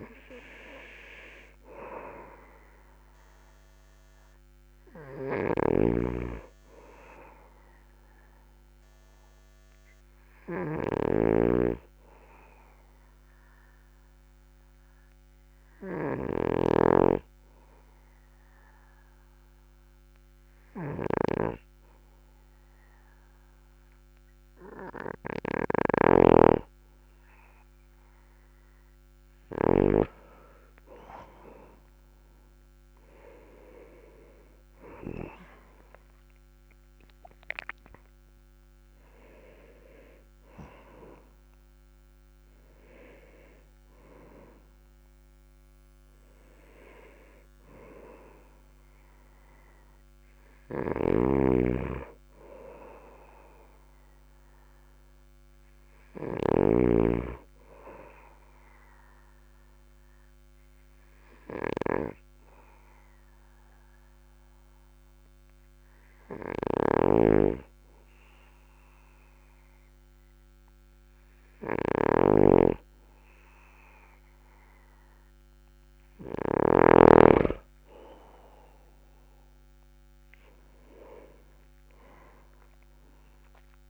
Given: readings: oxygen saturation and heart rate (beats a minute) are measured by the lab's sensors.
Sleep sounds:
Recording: breathing in sleep by a microphone on the trachea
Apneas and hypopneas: 2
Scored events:
8.50-11.00 s: arousal
13.00-28.00 s: obstructive apnea (oxygen 96% before, 94% lowest, heart rate 50 before, 44 extreme, up 4 after)
33.00-37.50 s: arousal
51.50-57.50 s: snoring (device-marked)
59.50-75.00 s: hypopnea (oxygen 97% before, 94% lowest, heart rate 50 before, 45 extreme, up 8 after)
77.00-81.00 s: arousal
From the record:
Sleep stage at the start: N2 (light sleep)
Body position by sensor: on the back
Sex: male

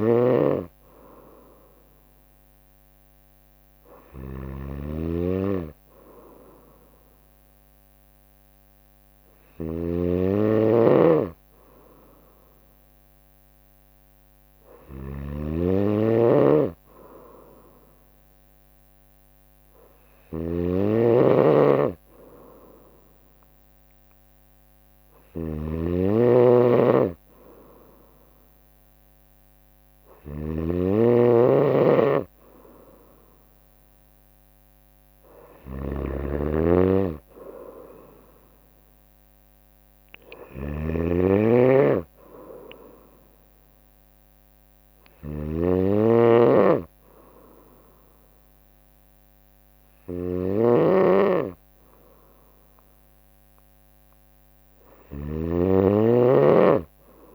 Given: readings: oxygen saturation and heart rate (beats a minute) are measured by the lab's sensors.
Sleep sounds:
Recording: breathing in sleep by a microphone on the trachea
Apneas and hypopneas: none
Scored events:
0.00-57.35 s: snoring (device-marked)
From the record:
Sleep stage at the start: N2 (light sleep)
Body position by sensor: on the right side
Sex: female

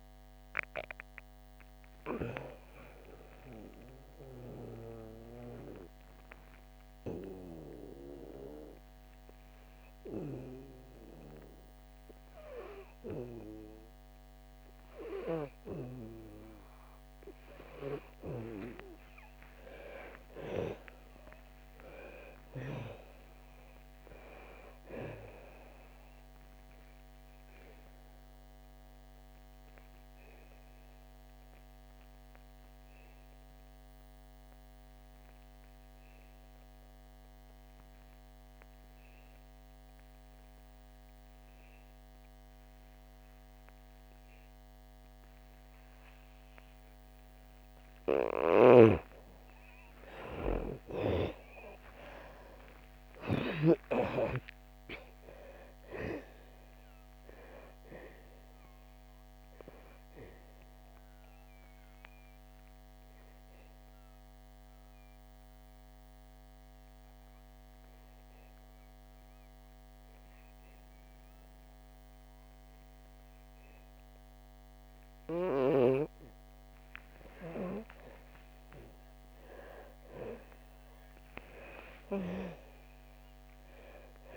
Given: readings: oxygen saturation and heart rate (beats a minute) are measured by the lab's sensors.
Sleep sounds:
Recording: breathing in sleep by a microphone on the trachea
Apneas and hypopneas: 3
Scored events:
0.00-15.50 s: oxygen desaturation (device-marked, oxygen 79% lowest, heart rate 60 extreme)
3.50-17.50 s: obstructive apnea (oxygen 99% before, 79% lowest, heart rate 69 before, 61 extreme, up 9 after)
18.50-23.00 s: arousal
27.50-47.00 s: obstructive apnea (oxygen 99% before, 80% lowest, heart rate 68 before, 61 extreme, up 6 after)
41.50-77.50 s: oxygen desaturation (device-marked, oxygen 97% before, 80% lowest, heart rate 67 before, 59 extreme)
50.50-54.00 s: arousal
61.00-76.00 s: obstructive apnea (oxygen 97% before, 80% lowest, heart rate 66 before, 59 extreme, up 10 after)
77.50-84.37 s: new sleep stage, awake
From the record:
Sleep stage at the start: N2 (light sleep)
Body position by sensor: on the back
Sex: female

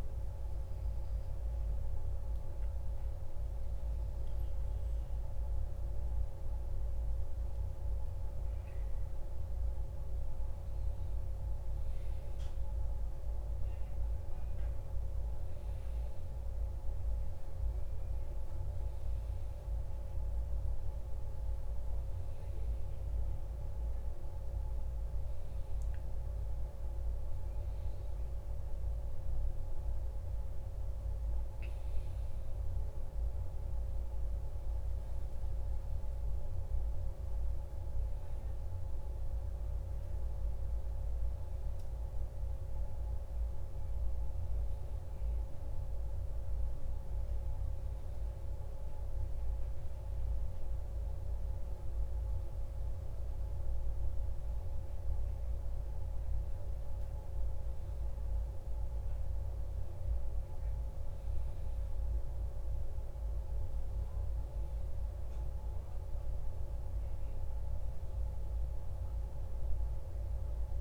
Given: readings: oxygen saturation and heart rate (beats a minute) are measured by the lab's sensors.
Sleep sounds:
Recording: breathing in sleep, hard to hear, by a room microphone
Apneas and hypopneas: none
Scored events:
none scored
From the record:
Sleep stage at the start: N1 (lightest sleep)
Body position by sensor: on the back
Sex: male

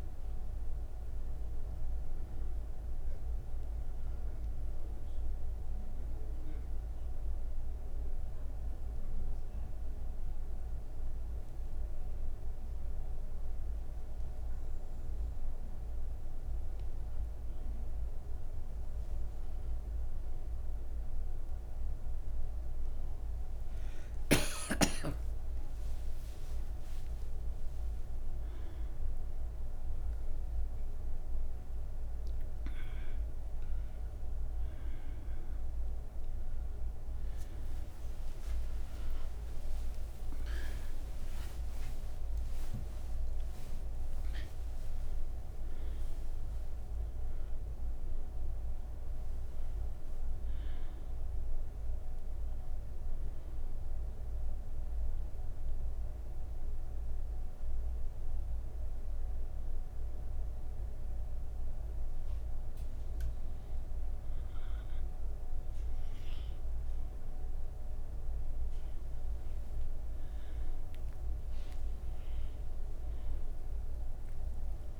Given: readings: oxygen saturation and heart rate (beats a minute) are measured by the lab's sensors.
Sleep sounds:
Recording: breathing in sleep, hard to hear, by a room microphone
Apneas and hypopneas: 1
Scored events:
21.00-75.00 s: new sleep stage, N3 (deep sleep)
51.00-55.00 s: oxygen desaturation (device-marked, oxygen 96% before, 93% lowest, heart rate 58 before, 36 extreme)
56.00-66.00 s: hypopnea (oxygen 97% before, 92% lowest, heart rate 60 before, 36 extreme, up 8 after)
From the record:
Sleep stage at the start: N2 (light sleep)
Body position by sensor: on the right side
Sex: female

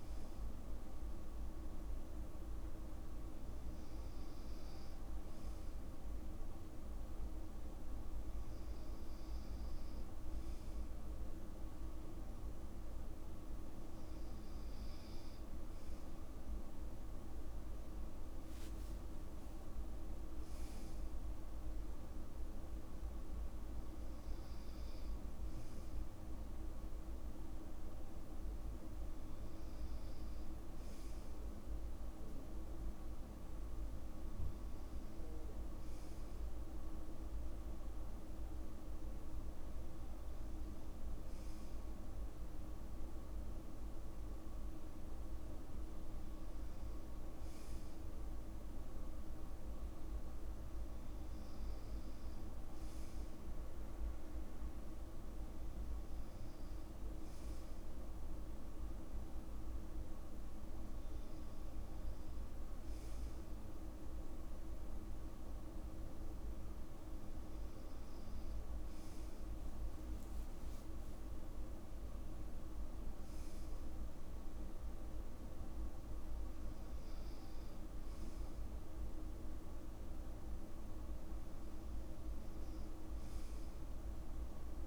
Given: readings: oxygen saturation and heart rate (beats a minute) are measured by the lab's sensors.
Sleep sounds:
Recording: breathing in sleep, hard to hear, by a room microphone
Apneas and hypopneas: none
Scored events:
none scored
From the record:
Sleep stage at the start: N2 (light sleep)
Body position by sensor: on the back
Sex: male

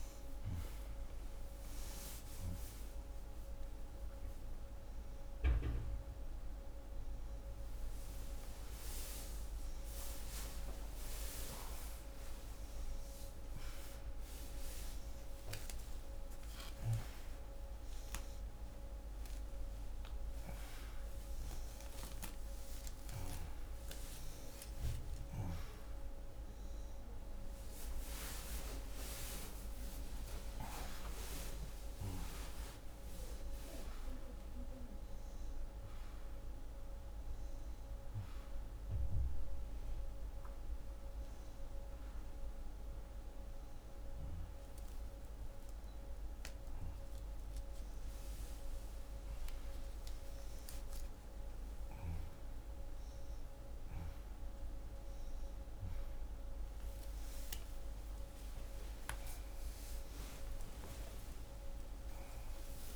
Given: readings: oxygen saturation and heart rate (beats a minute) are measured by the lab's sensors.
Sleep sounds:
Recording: a person awake in a sleep study, by a room microphone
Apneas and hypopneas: none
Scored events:
none scored
From the record:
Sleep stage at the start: awake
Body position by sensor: on the left side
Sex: female

